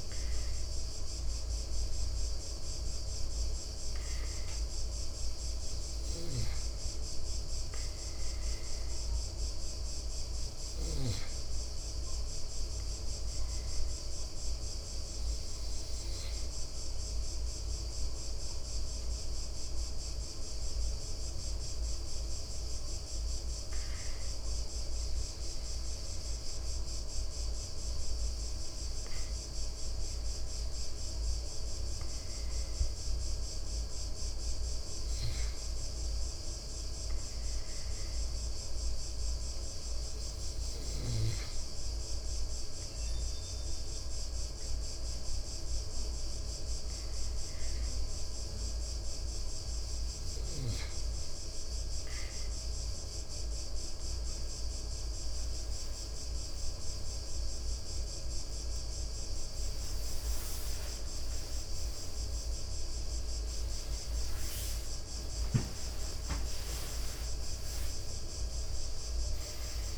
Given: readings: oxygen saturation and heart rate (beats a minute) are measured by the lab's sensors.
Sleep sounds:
a person partly awake in a sleep study, hard to hear, by a room microphone; 1
23.00-34.50 s: hypopnea (oxygen 96% before, 93% lowest, heart rate 63 before, 61 extreme, up 2 after)
30.50-34.50 s: oxygen desaturation (device-marked, oxygen 96% before, 93% lowest, heart rate 63 before, 61 extreme)
47.50-69.98 s: new sleep stage, awake
62.50-68.50 s: tachycardia (device-marked, heart rate 64 before, 107 extreme)
From the record:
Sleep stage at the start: N2 (light sleep); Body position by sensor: on the back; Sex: male

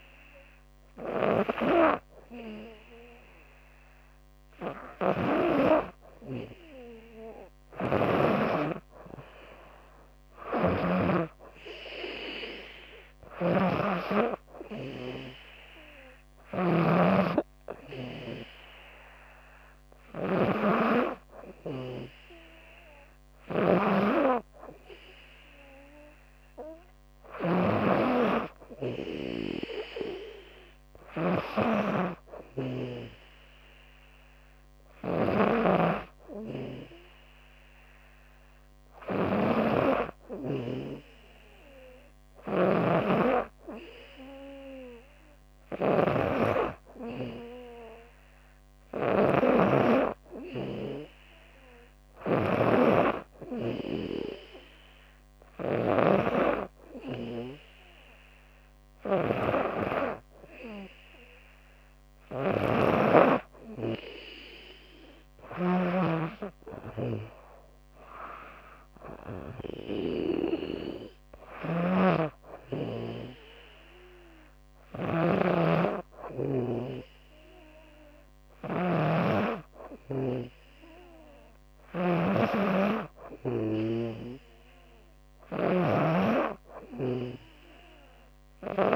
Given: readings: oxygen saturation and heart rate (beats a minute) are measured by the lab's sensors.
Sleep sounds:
breathing in sleep by a microphone on the trachea; none
0.00-5.00 s: snoring (device-marked)
7.00-10.50 s: snoring (device-marked)
12.50-88.96 s: snoring (device-marked)
From the record:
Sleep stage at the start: N2 (light sleep); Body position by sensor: on the back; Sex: female

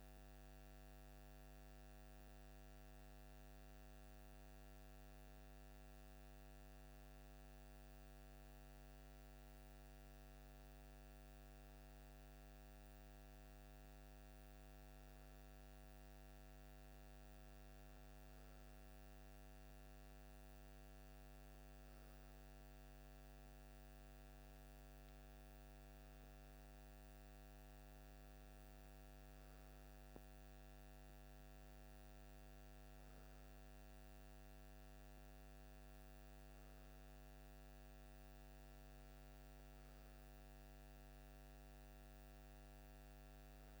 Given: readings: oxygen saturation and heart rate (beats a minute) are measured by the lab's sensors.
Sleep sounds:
breathing in sleep, hard to hear, by a microphone on the trachea; none
none scored
From the record:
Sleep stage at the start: REM sleep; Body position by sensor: on the left side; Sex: male

